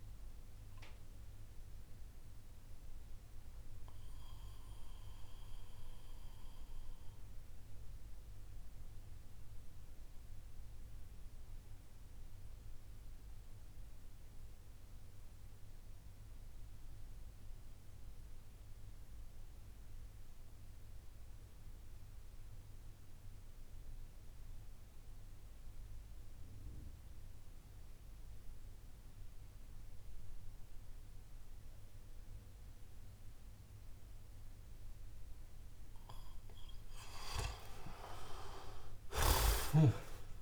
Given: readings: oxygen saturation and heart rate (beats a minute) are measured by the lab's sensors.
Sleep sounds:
breathing in sleep by a room microphone; 1
0.00-22.00 s: oxygen desaturation (device-marked, oxygen 87% lowest)
0.50-35.50 s: obstructive apnea (oxygen 99% before, 87% lowest)
37.00-40.42 s: oxygen desaturation (device-marked, oxygen 97% before, 90% lowest)
37.50-40.42 s: arousal
38.50-40.42 s: snoring (device-marked)
From the record:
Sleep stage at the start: N2 (light sleep); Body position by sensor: on the back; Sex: male

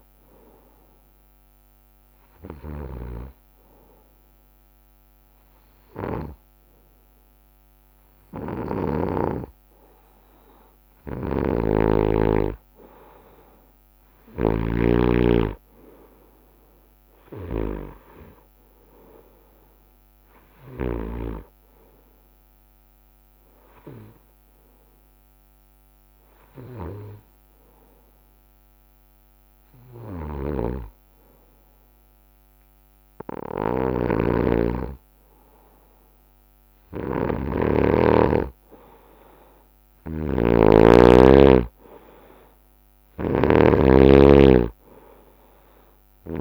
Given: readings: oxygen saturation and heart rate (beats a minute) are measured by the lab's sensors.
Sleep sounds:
breathing in sleep by a microphone on the trachea; 2
0.00-9.50 s: oxygen desaturation (device-marked, oxygen 92% lowest, heart rate 62 extreme)
1.00-11.00 s: hypopnea (oxygen 95% before, 91% lowest, heart rate 62 before, 62 extreme, up 5 after)
11.00-14.50 s: snoring (device-marked)
13.00-16.50 s: arousal
15.50-32.50 s: oxygen desaturation (device-marked, oxygen 95% before, 91% lowest, heart rate 67 before, 62 extreme)
25.50-36.00 s: hypopnea (oxygen 95% before, 91% lowest, heart rate 67 before, 62 extreme, up 3 after)
33.50-37.50 s: snoring (device-marked)
38.00-41.50 s: arousal
39.50-46.41 s: snoring (device-marked)
40.50-46.41 s: oxygen desaturation (device-marked, oxygen 95% before, 92% lowest, heart rate 65 before, 62 extreme)
45.00-46.41 s: long interval between heartbeats (device-marked, heart rate 64 before, 65 extreme)
From the record:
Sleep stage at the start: N2 (light sleep); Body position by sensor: on the right side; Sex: male

